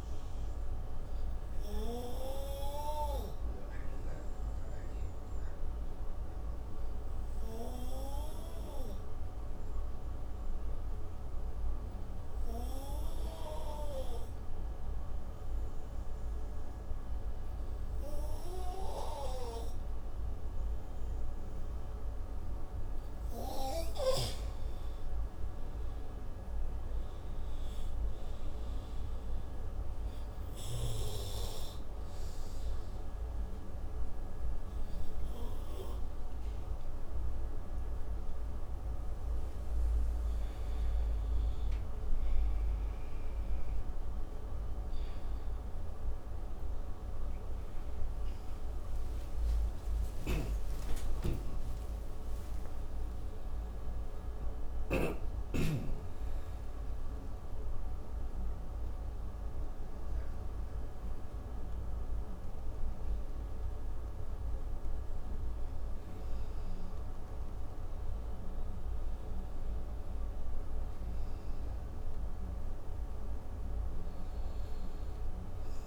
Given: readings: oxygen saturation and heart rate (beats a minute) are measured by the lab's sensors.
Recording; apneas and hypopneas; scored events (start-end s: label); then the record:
breathing in sleep by a room microphone; 2
0.00-7.50 s: oxygen desaturation (device-marked, oxygen 92% lowest)
1.00-21.50 s: obstructive apnea (oxygen 98% before, 85% lowest)
21.50-44.50 s: oxygen desaturation (device-marked, oxygen 96% before, 85% lowest)
24.50-27.00 s: arousal
29.50-41.00 s: obstructive apnea (oxygen 96% before, 85% lowest)
46.00-51.00 s: arousal
From the record:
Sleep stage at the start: N2 (light sleep); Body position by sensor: on the right side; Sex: male